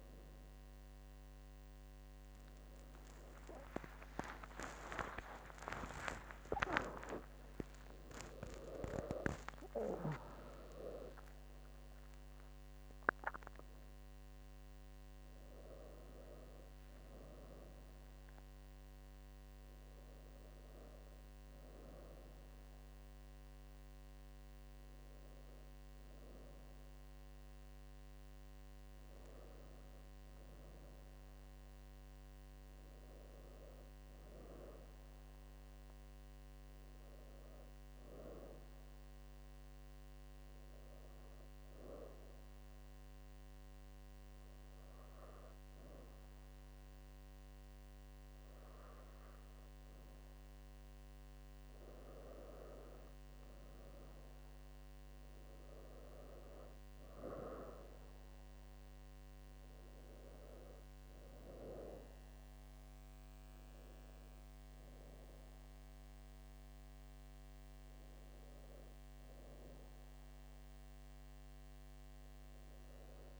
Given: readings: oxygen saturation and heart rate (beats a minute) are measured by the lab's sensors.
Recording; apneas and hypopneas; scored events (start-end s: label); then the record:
breathing in sleep by a microphone on the trachea; 1
3.00-10.00 s: arousal
26.50-73.40 s: new sleep stage, N2 (light sleep)
31.50-35.50 s: arousal
40.00-51.50 s: hypopnea (oxygen 98% before, 94% lowest, heart rate 76 before, 72 extreme, up 4 after)
54.00-58.00 s: arousal
From the record:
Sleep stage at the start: N1 (lightest sleep); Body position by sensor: on the back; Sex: female